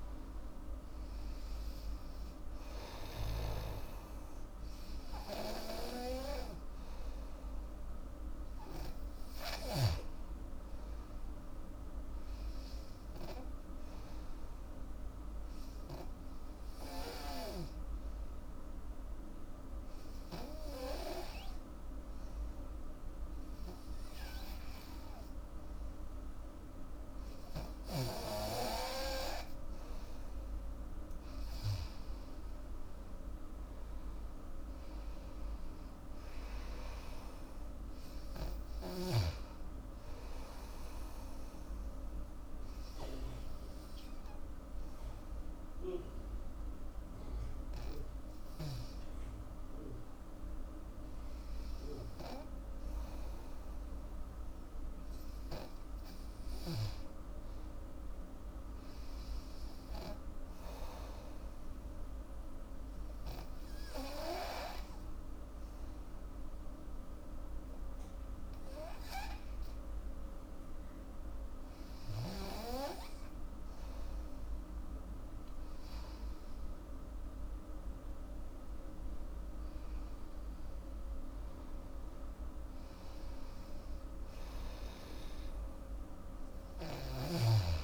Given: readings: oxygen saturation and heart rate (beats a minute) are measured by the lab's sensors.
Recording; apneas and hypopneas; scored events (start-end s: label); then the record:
breathing in sleep by a room microphone; 3
16.50-29.00 s: obstructive apnea (oxygen 95% before, 90% lowest, heart rate 80 before, 75 extreme, up 8 after)
31.00-51.00 s: oxygen desaturation (device-marked, oxygen 98% before, 90% lowest, heart rate 84 before, 75 extreme)
32.50-35.50 s: arousal
41.00-51.50 s: obstructive apnea (oxygen 98% before, 89% lowest, heart rate 85 before, 75 extreme, up 5 after)
53.50-57.00 s: arousal
61.50-73.50 s: obstructive apnea (oxygen 98% before, 86% lowest, heart rate 78 before, 72 extreme, up 10 after)
73.00-87.84 s: oxygen desaturation (device-marked, oxygen 96% before, 90% lowest, heart rate 79 before, 72 extreme)
77.00-81.00 s: arousal
From the record:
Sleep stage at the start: N2 (light sleep); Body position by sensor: on the back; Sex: female